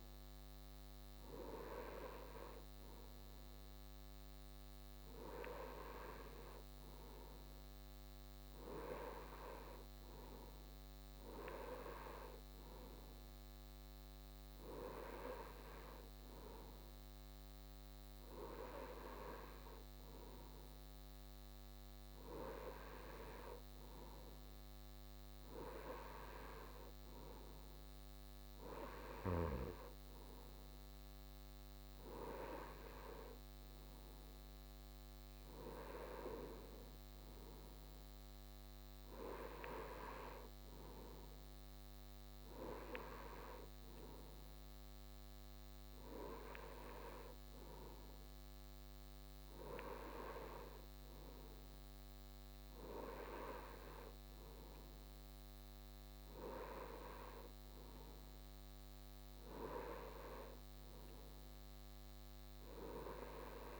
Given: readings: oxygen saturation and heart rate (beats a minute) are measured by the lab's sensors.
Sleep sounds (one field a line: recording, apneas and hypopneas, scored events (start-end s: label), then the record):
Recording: breathing in sleep by a microphone on the trachea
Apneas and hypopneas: none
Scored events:
none scored
From the record:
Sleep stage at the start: N2 (light sleep)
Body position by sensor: on the right side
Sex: male